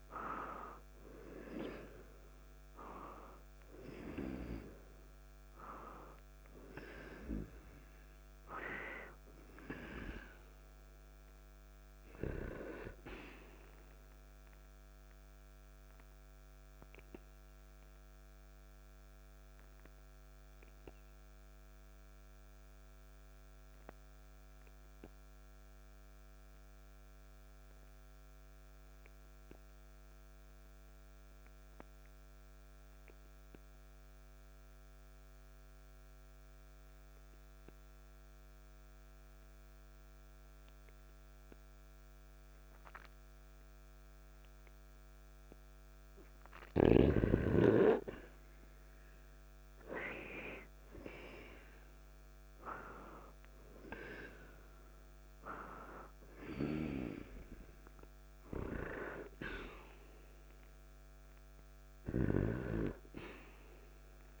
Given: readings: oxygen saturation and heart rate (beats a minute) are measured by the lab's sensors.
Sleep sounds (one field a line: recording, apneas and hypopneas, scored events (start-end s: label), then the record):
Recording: breathing in sleep by a microphone on the trachea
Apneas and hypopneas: 1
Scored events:
0.00-1.00 s: arousal
0.00-17.50 s: oxygen desaturation (device-marked, oxygen 93% lowest, heart rate 52 extreme)
15.50-44.00 s: obstructive apnea (oxygen 98% before, 89% lowest, heart rate 54 before, 47 extreme, up 0 after)
19.50-40.50 s: oxygen desaturation (device-marked, oxygen 95% before, 90% lowest, heart rate 55 before, 47 extreme)
47.50-51.50 s: arousal
56.50-64.40 s: snoring (device-marked)
From the record:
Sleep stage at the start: N2 (light sleep)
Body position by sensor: on the back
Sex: male